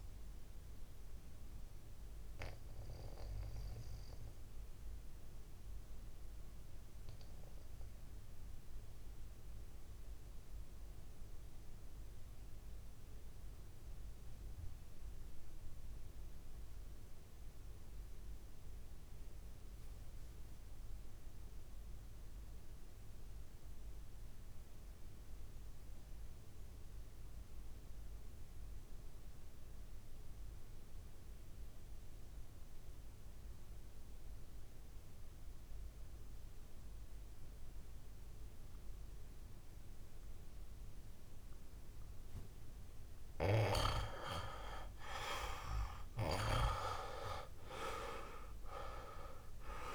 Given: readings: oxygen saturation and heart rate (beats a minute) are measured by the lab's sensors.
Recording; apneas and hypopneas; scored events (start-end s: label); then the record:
breathing in sleep by a room microphone; 1
0.00-15.00 s: oxygen desaturation (device-marked, oxygen 92% lowest, heart rate 48 extreme)
0.50-42.50 s: mixed apnea (oxygen 100% before, 89% lowest, heart rate 65 before, 43 extreme, up 3 after)
40.00-49.95 s: oxygen desaturation (device-marked, oxygen 96% before, 89% lowest, heart rate 53 before, 43 extreme)
45.50-49.00 s: arousal
From the record:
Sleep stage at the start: REM sleep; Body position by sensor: on the right side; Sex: male